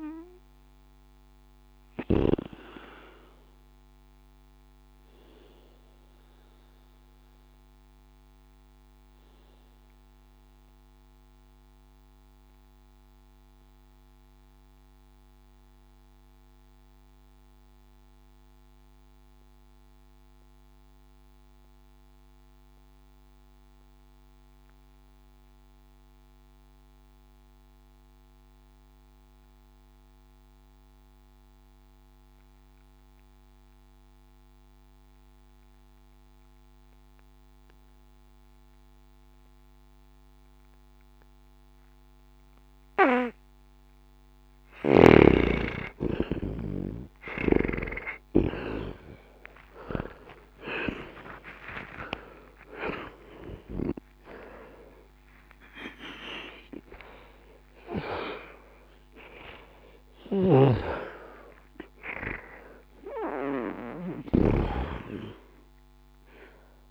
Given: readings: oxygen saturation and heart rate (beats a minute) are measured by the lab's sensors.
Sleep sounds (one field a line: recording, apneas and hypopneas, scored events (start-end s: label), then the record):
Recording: breathing in sleep by a microphone on the trachea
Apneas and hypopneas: 1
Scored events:
0.00-22.50 s: oxygen desaturation (device-marked, oxygen 78% lowest, heart rate 60 extreme)
5.00-44.00 s: mixed apnea (oxygen 93% before, 77% lowest, heart rate 93 before, 60 extreme, up 0 after)
42.50-66.91 s: oxygen desaturation (device-marked, oxygen 98% before, 77% lowest, heart rate 60 before, 59 extreme)
46.00-50.50 s: arousal
60.00-64.50 s: snoring (device-marked)
From the record:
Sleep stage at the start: N2 (light sleep)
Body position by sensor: on the back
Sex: male